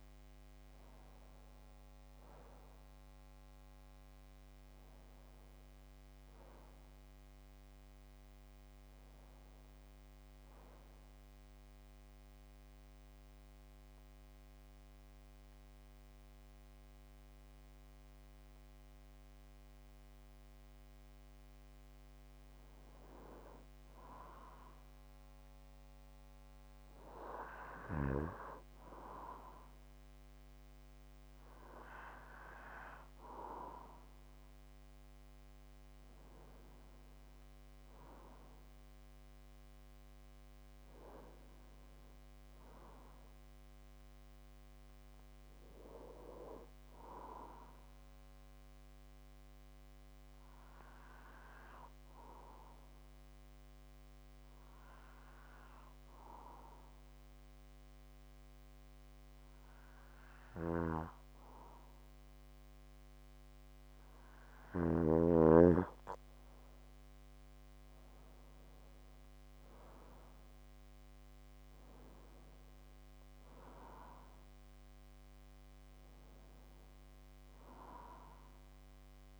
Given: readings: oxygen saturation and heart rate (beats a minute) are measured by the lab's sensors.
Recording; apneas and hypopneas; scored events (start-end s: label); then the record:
breathing in sleep by a microphone on the trachea; 2
11.00-22.00 s: hypopnea (oxygen 96% before, 91% lowest)
25.00-28.50 s: arousal
29.00-45.00 s: oxygen desaturation (device-marked, oxygen 96% before, 91% lowest)
52.00-64.50 s: obstructive apnea (oxygen 96% before, 91% lowest)
66.00-79.40 s: oxygen desaturation (device-marked, oxygen 95% before, 91% lowest)
67.00-71.50 s: arousal
From the record:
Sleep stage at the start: N2 (light sleep); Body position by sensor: on the back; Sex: male